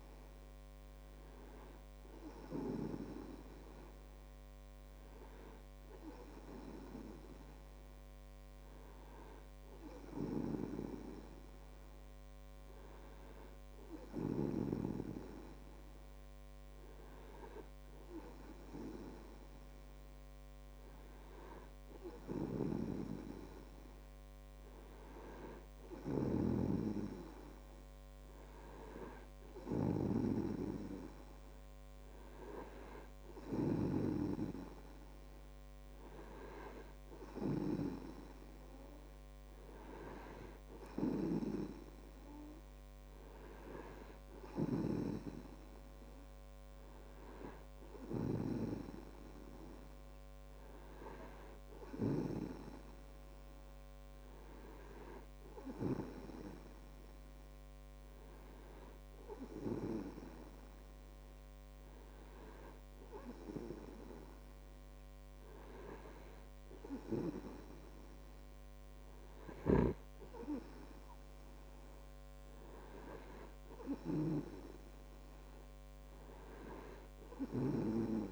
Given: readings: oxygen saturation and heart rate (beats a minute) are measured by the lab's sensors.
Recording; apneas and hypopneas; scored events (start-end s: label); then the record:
breathing in sleep by a microphone on the trachea; none
26.50-34.50 s: snoring (device-marked)
48.50-53.00 s: snoring (device-marked)
From the record:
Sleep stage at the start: N2 (light sleep); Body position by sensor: on the right side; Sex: male